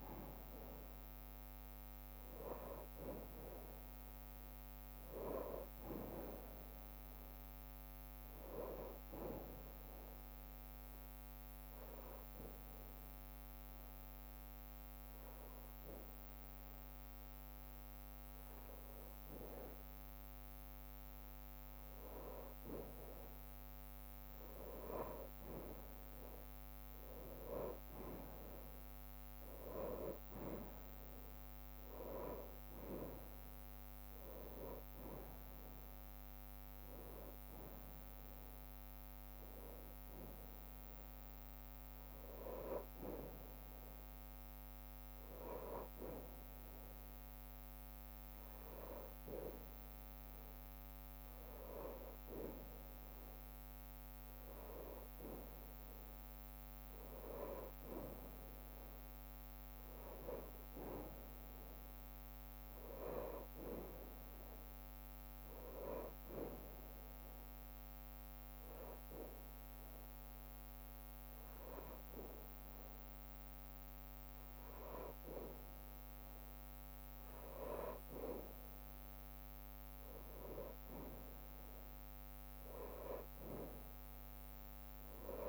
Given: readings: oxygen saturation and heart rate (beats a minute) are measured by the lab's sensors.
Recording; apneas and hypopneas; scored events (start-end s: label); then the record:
breathing in sleep by a microphone on the trachea; 1
0.00-3.00 s: bradycardia (device-marked, heart rate 57 extreme)
0.50-5.00 s: arousal
1.00-16.00 s: drop in pulse transit time (device-marked, heart rate 61 before, 57 extreme)
10.50-21.50 s: hypopnea (oxygen 96% before, 94% lowest, heart rate 60 before, 53 extreme, up 2 after)
17.00-28.00 s: bradycardia (device-marked, heart rate 62 before, 53 extreme)
25.00-28.00 s: arousal
44.00-51.00 s: bradycardia (device-marked, heart rate 62 before, 56 extreme)
55.00-69.00 s: drop in pulse transit time (device-marked, heart rate 62 before, 57 extreme)
65.00-82.00 s: bradycardia (device-marked, heart rate 62 before, 51 extreme)
81.00-85.49 s: drop in pulse transit time (device-marked, heart rate 58 before, 56 extreme)
From the record:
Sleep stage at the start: N2 (light sleep); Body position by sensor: on the back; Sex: male